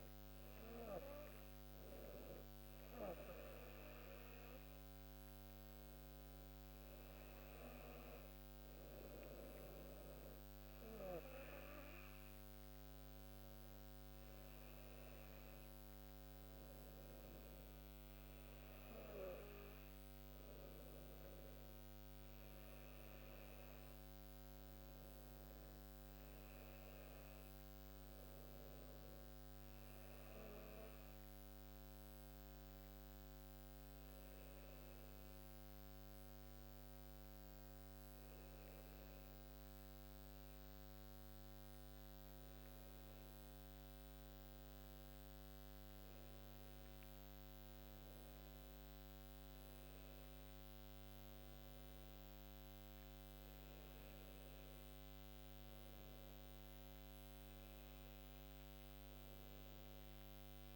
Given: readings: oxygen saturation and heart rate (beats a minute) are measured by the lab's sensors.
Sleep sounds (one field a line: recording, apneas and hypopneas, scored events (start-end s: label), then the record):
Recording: breathing in sleep, hard to hear, by a microphone on the trachea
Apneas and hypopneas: none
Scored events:
33.00-38.00 s: arousal
From the record:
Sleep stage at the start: N2 (light sleep)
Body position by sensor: on the back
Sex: female